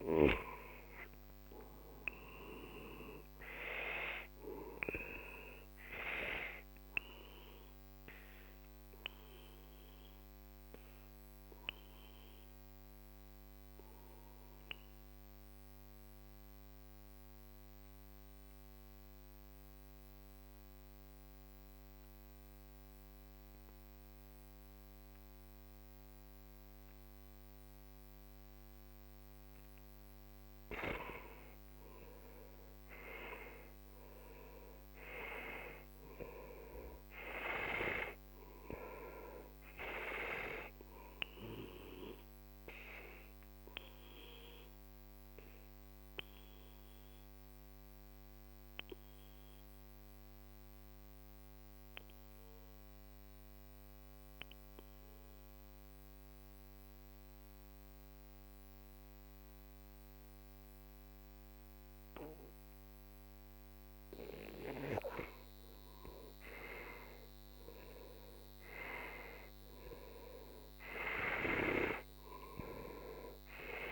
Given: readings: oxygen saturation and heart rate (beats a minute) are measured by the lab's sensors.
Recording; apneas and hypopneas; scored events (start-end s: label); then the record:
breathing in sleep by a microphone on the trachea; 2
4.00-27.00 s: oxygen desaturation (device-marked, oxygen 98% before, 92% lowest, heart rate 51 before, 39 extreme)
11.00-29.50 s: obstructive apnea (oxygen 98% before, 92% lowest, heart rate 53 before, 40 extreme, up 18 after)
31.00-35.00 s: arousal
36.00-54.00 s: oxygen desaturation (device-marked, oxygen 98% before, 92% lowest, heart rate 47 before, 40 extreme)
43.00-64.50 s: obstructive apnea (oxygen 98% before, 92% lowest, heart rate 53 before, 40 extreme, up 15 after)
66.00-70.00 s: arousal
67.00-73.92 s: oxygen desaturation (device-marked, oxygen 97% before, 92% lowest, heart rate 46 before, 44 extreme)
From the record:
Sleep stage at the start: N2 (light sleep); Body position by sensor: on the back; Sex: male